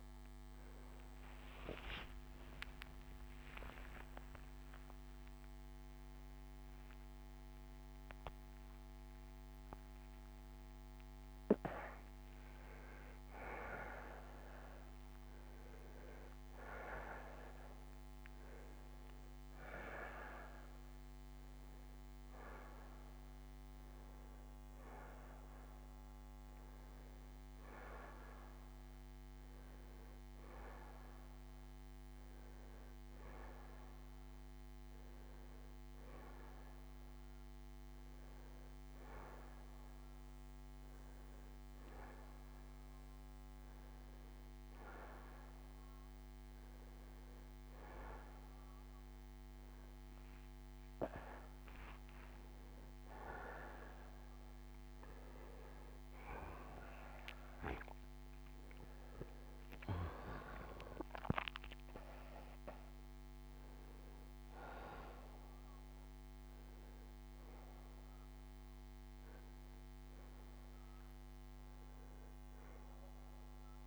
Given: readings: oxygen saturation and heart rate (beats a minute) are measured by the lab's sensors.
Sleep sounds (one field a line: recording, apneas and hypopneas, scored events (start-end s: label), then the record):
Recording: a person partly awake in a sleep study, by a microphone on the trachea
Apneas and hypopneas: none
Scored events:
9.50-73.87 s: new sleep stage, N1 (lightest sleep)
12.50-18.50 s: oxygen desaturation (device-marked, oxygen 95% before, 92% lowest, heart rate 86 before, 63 extreme)
20.50-35.50 s: oxygen desaturation (device-marked, oxygen 95% before, 91% lowest, heart rate 106 before, 63 extreme)
50.50-55.00 s: arousal
From the record:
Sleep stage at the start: awake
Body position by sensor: on the back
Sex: male